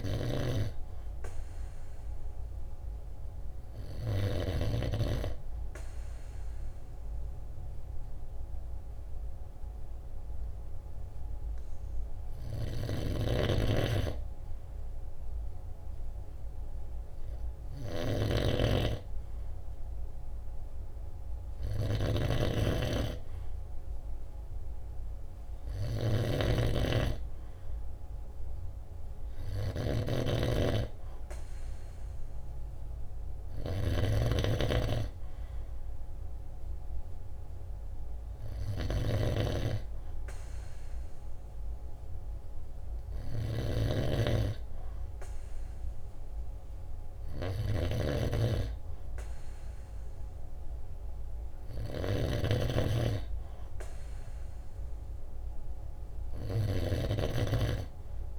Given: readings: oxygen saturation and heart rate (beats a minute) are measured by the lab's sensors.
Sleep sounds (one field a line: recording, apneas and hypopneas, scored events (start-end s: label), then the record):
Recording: breathing in sleep by a room microphone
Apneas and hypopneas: none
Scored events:
22.00-39.50 s: snoring (device-marked)
48.00-58.39 s: snoring (device-marked)
From the record:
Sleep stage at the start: N2 (light sleep)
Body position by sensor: on the right side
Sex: male